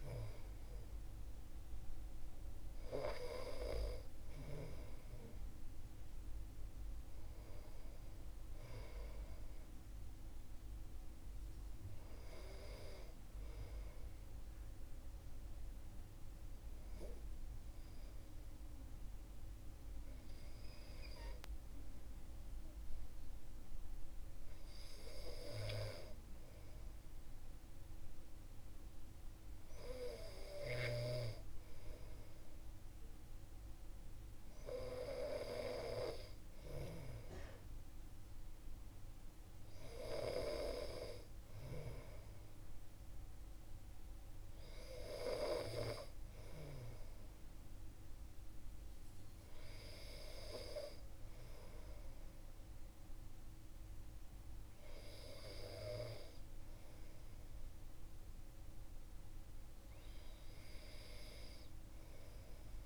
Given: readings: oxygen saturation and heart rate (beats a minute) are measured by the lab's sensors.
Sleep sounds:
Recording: breathing in sleep by a room microphone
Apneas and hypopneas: 1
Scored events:
16.00-30.00 s: hypopnea (oxygen 97% before, 96% lowest, heart rate 63 before, 55 extreme)
33.00-36.50 s: arousal
From the record:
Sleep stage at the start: N2 (light sleep)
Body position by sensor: on the back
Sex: male

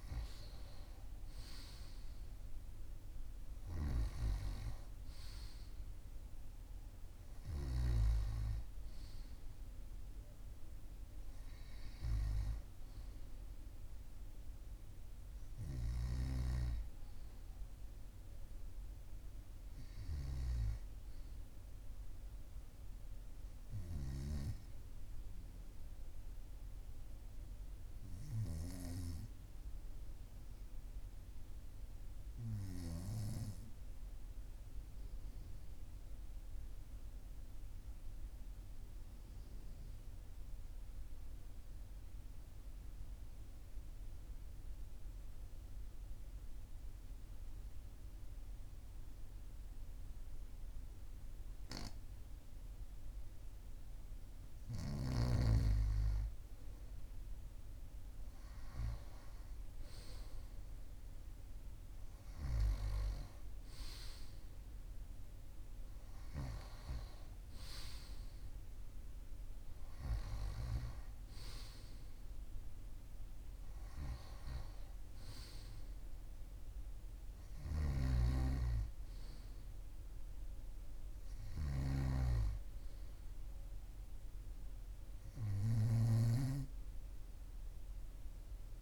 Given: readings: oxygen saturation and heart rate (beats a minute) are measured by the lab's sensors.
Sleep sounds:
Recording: breathing in sleep by a room microphone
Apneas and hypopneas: 1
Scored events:
34.00-54.50 s: obstructive apnea (oxygen 98% before, 94% lowest, heart rate 42 before, 41 extreme, up 0 after)
57.00-62.00 s: arousal
77.00-86.00 s: snoring (device-marked)
From the record:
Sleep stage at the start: N2 (light sleep)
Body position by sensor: on the right side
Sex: male

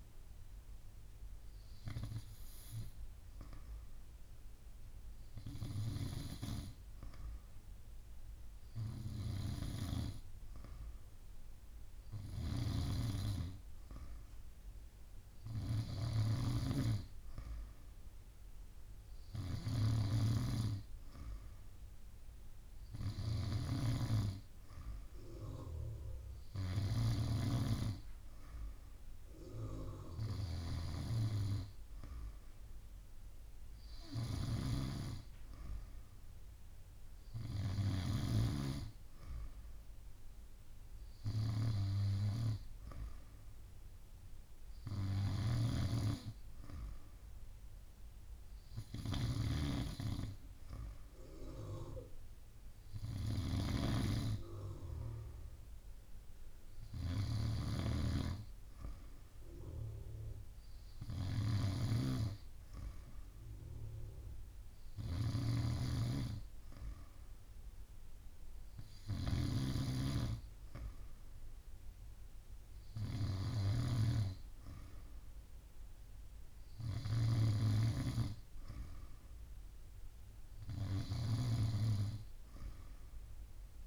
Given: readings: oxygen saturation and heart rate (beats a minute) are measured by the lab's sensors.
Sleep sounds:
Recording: breathing in sleep by a room microphone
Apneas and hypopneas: none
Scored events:
12.00-38.00 s: snoring (device-marked)
45.00-83.87 s: snoring (device-marked)
From the record:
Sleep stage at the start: N2 (light sleep)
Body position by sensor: on the back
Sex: female

